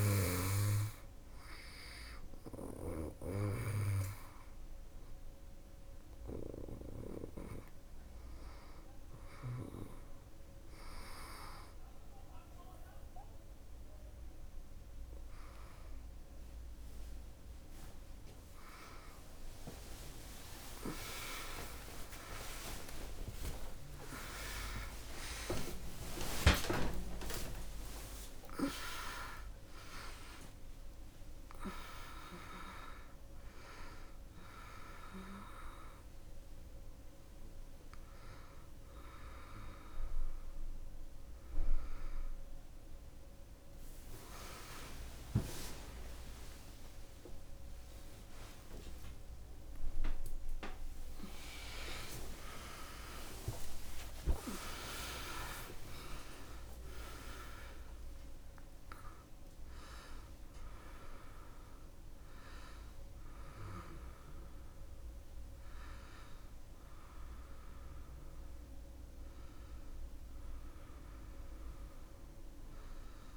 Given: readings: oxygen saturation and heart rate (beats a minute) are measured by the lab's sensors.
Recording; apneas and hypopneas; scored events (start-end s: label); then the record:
a person awake in a sleep study, by a room microphone; none
6.00-66.00 s: new sleep stage, awake
66.00-73.37 s: new sleep stage, N1 (lightest sleep)
From the record:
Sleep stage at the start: N2 (light sleep); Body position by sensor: on the back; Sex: female